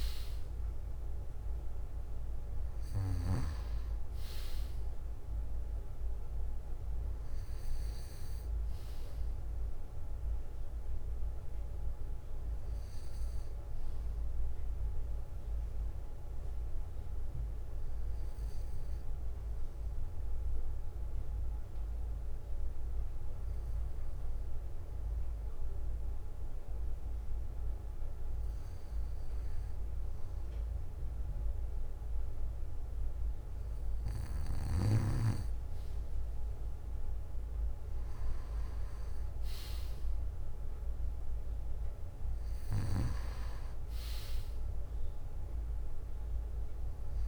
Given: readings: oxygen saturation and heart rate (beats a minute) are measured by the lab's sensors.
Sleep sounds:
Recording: breathing in sleep by a room microphone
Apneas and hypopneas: none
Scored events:
3.50-5.50 s: bradycardia (device-marked, heart rate 64 before, 60 extreme)
7.50-9.50 s: bradycardia (device-marked, heart rate 64 before, 58 extreme)
12.50-27.50 s: bradycardia (device-marked, heart rate 64 before, 55 extreme)
29.50-31.50 s: bradycardia (device-marked, heart rate 64 before, 58 extreme)
34.50-36.50 s: bradycardia (device-marked, heart rate 64 before, 60 extreme)
From the record:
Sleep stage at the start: N2 (light sleep)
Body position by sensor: on the back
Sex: male

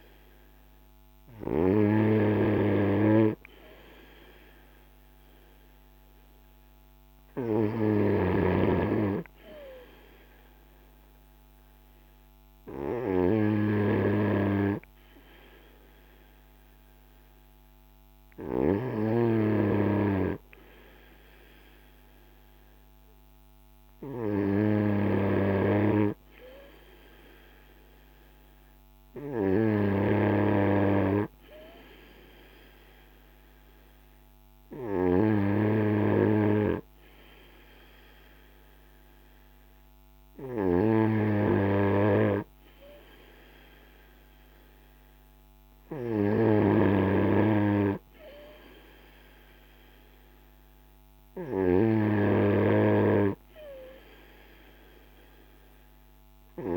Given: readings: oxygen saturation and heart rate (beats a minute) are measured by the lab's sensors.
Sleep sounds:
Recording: breathing in sleep by a microphone on the trachea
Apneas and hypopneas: none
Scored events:
none scored
From the record:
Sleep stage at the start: N3 (deep sleep)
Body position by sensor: on the front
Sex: male

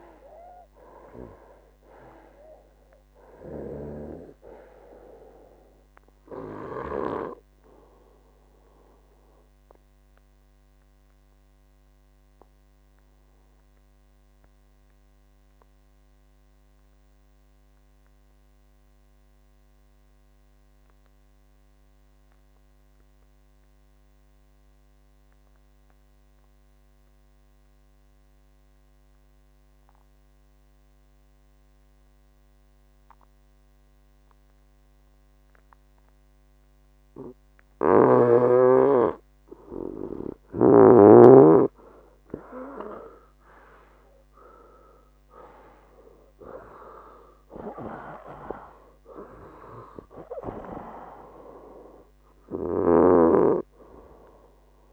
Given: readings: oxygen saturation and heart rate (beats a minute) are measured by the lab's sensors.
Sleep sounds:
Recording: breathing in sleep by a microphone on the trachea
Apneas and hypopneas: 1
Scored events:
0.00-1.00 s: arousal
0.00-28.00 s: oxygen desaturation (device-marked, oxygen 89% lowest, heart rate 57 extreme)
10.00-37.50 s: mixed apnea (oxygen 98% before, 89% lowest, heart rate 73 before, 57 extreme, up 20 after)
38.00-54.93 s: oxygen desaturation (device-marked, oxygen 98% before, 89% lowest, heart rate 63 before, 58 extreme)
43.00-47.00 s: arousal
From the record:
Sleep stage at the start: N2 (light sleep)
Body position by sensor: on the right side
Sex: male

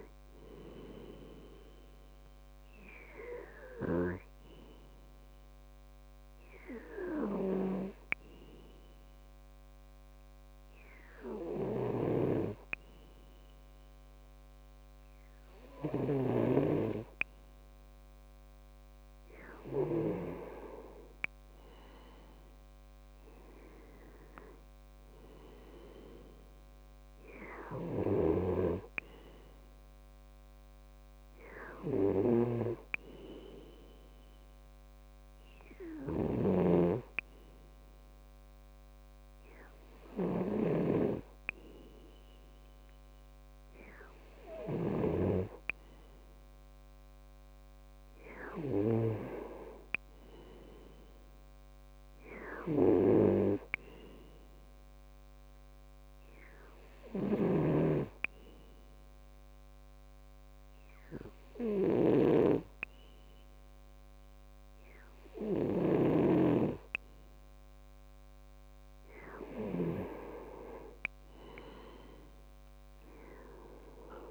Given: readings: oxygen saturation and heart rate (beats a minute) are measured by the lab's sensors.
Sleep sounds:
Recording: breathing in sleep by a microphone on the trachea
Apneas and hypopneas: 3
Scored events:
3.50-21.50 s: oxygen desaturation (device-marked, oxygen 96% before, 93% lowest, heart rate 68 before, 64 extreme)
5.50-18.00 s: hypopnea (oxygen 96% before, 93% lowest, heart rate 68 before, 64 extreme, up 4 after)
21.50-25.00 s: arousal
34.50-45.00 s: hypopnea (oxygen 97% before, 94% lowest, heart rate 67 before, 66 extreme, up 5 after)
47.50-51.00 s: arousal
57.00-68.50 s: hypopnea (oxygen 97% before, 94% lowest, heart rate 68 before, 67 extreme, up 5 after)
71.00-74.31 s: arousal
From the record:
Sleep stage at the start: N2 (light sleep)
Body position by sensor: on the left side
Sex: male

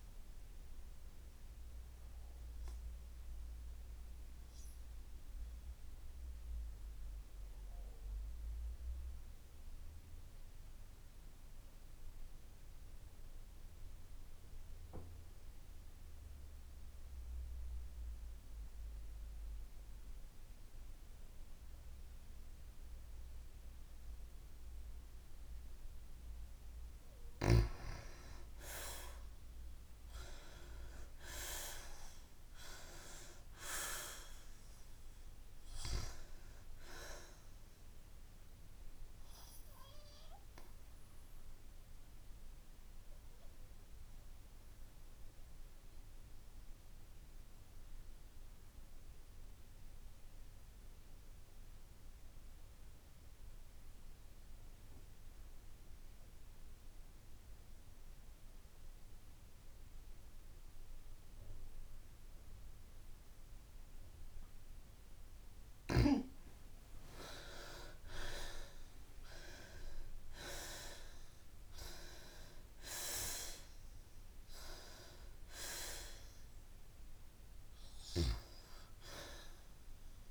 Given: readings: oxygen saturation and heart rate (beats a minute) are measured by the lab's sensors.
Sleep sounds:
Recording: breathing in sleep by a room microphone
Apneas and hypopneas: 2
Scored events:
1.50-26.00 s: obstructive apnea (oxygen 97% before, 87% lowest, heart rate 66 before, 53 extreme, up 5 after)
25.00-55.00 s: oxygen desaturation (device-marked, oxygen 96% before, 87% lowest, heart rate 55 before, 53 extreme)
28.00-32.50 s: arousal
40.00-65.50 s: obstructive apnea (oxygen 96% before, 87% lowest, heart rate 56 before, 53 extreme, up 14 after)
64.00-74.00 s: oxygen desaturation (device-marked, oxygen 96% before, 89% lowest, heart rate 55 before, 52 extreme)
67.50-71.50 s: arousal
From the record:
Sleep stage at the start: N2 (light sleep)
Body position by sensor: on the back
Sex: female

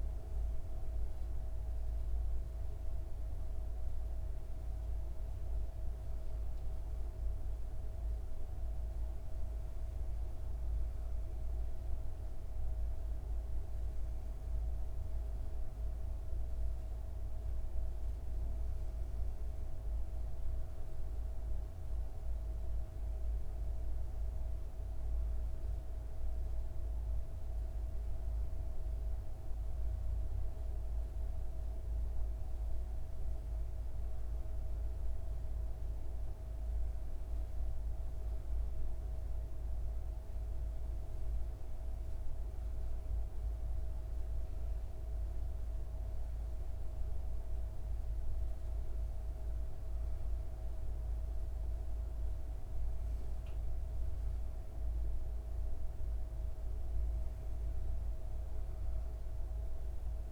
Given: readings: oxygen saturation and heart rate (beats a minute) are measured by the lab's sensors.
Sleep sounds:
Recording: breathing in sleep, hard to hear, by a room microphone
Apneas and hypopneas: none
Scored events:
none scored
From the record:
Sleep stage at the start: N2 (light sleep)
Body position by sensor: on the back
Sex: female

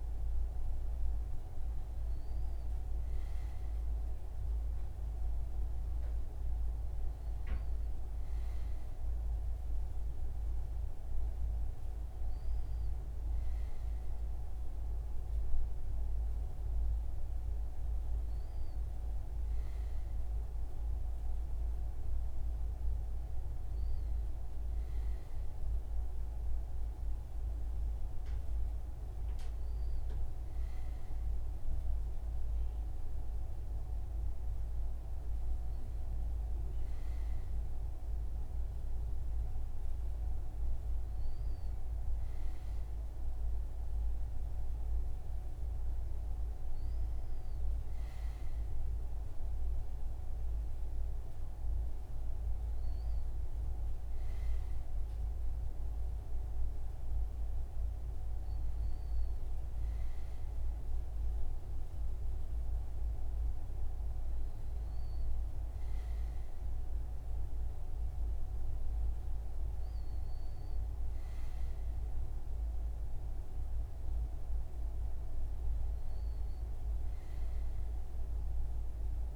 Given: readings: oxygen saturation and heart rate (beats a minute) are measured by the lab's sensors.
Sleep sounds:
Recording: breathing in sleep, hard to hear, by a room microphone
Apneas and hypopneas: none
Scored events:
none scored
From the record:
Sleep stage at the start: N2 (light sleep)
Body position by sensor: on the front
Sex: male

